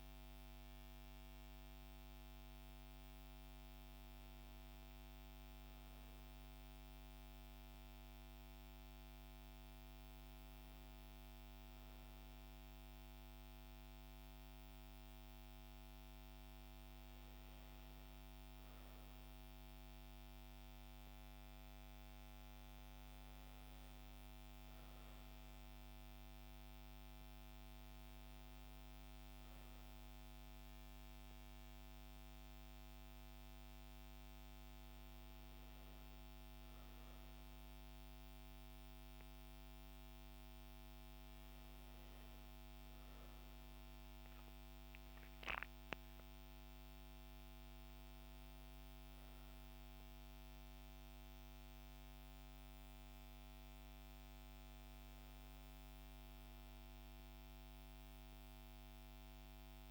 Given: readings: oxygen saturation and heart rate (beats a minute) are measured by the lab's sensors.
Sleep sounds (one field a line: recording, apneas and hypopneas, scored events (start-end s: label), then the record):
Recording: breathing in sleep, hard to hear, by a microphone on the trachea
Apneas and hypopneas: none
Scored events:
none scored
From the record:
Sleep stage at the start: N2 (light sleep)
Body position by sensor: on the back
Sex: female